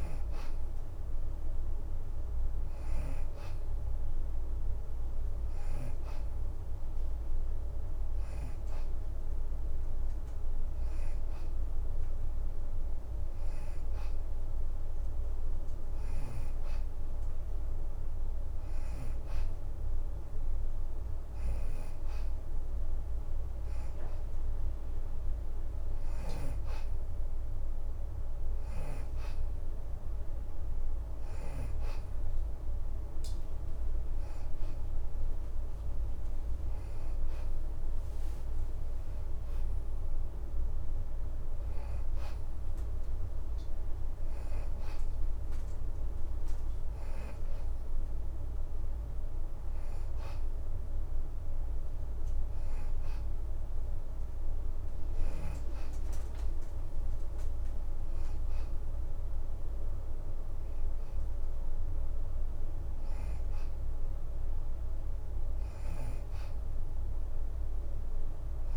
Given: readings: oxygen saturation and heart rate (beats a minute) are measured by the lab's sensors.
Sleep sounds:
breathing in sleep, hard to hear, by a room microphone; none
0.00-15.00 s: oxygen desaturation (device-marked, oxygen 87% lowest, heart rate 82 extreme)
37.50-40.00 s: leg movement (device-marked)
From the record:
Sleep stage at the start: N2 (light sleep); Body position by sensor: on the back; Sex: female

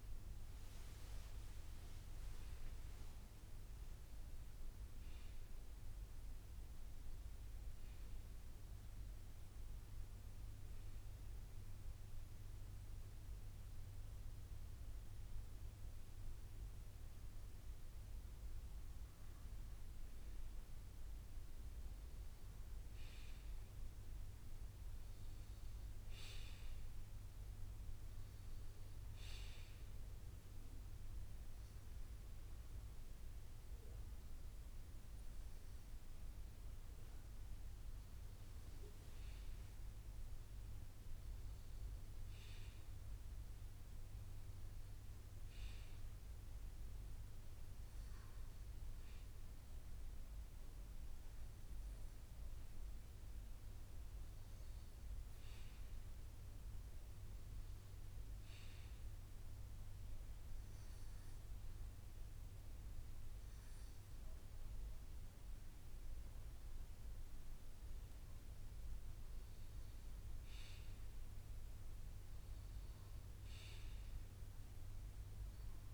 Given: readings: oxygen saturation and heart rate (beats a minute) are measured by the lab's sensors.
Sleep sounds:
breathing in sleep, hard to hear, by a room microphone; 2
4.00-8.00 s: arousal
6.50-21.50 s: bradycardia (device-marked, heart rate 64 before, 58 extreme)
10.00-20.50 s: hypopnea (oxygen 94% before, 93% lowest, heart rate 61 before, 58 extreme, up 2 after)
20.50-75.94 s: new sleep stage, N2 (light sleep)
21.00-25.00 s: arousal
27.50-32.50 s: bradycardia (device-marked, heart rate 64 before, 59 extreme)
42.50-51.50 s: bradycardia (device-marked, heart rate 64 before, 57 extreme)
51.00-55.00 s: arousal
57.50-63.50 s: bradycardia (device-marked, heart rate 64 before, 58 extreme)
59.00-69.50 s: hypopnea (oxygen 94% before, 93% lowest, heart rate 60 before, 56 extreme, up 2 after)
70.50-75.94 s: bradycardia (device-marked, heart rate 64 before, 56 extreme)
71.50-74.00 s: arousal
From the record:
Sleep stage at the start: N1 (lightest sleep); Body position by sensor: on the left side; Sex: male

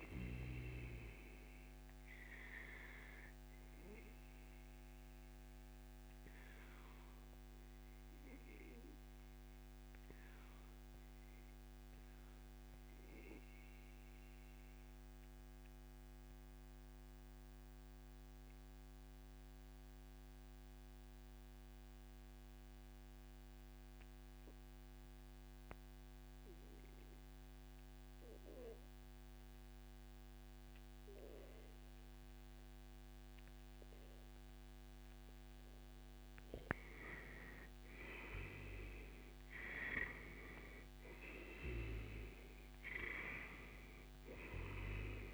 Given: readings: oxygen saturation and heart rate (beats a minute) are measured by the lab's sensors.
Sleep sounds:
breathing in sleep by a microphone on the trachea; 1
4.50-34.00 s: obstructive apnea (oxygen 97% before, 94% lowest, heart rate 130 before, 96 extreme, up 0 after)
36.50-39.50 s: arousal
38.00-45.34 s: oxygen desaturation (device-marked, oxygen 97% before, 94% lowest, heart rate 142 before, 106 extreme)
From the record:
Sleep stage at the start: N2 (light sleep); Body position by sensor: on the back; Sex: male

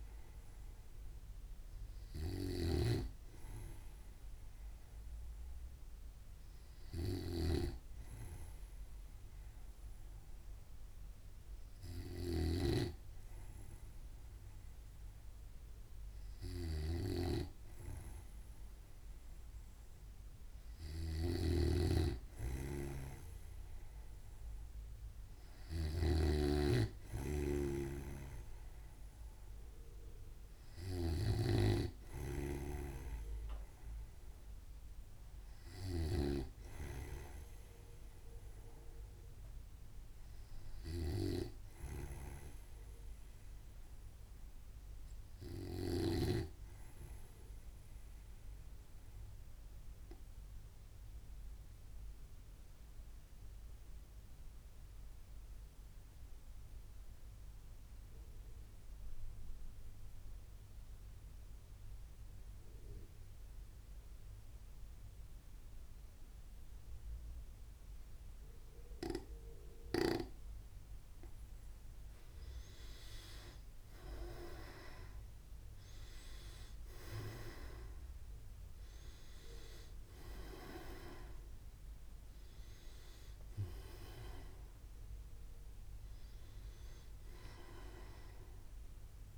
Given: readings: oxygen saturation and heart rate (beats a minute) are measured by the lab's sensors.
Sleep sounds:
breathing in sleep by a room microphone; 1
0.00-26.50 s: snoring (device-marked)
28.50-47.00 s: snoring (device-marked)
49.00-71.50 s: obstructive apnea (oxygen 96% before, 91% lowest, heart rate 63 before, 61 extreme, up 6 after)
73.00-77.50 s: arousal
From the record:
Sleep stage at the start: N2 (light sleep); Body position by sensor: on the right side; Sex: male

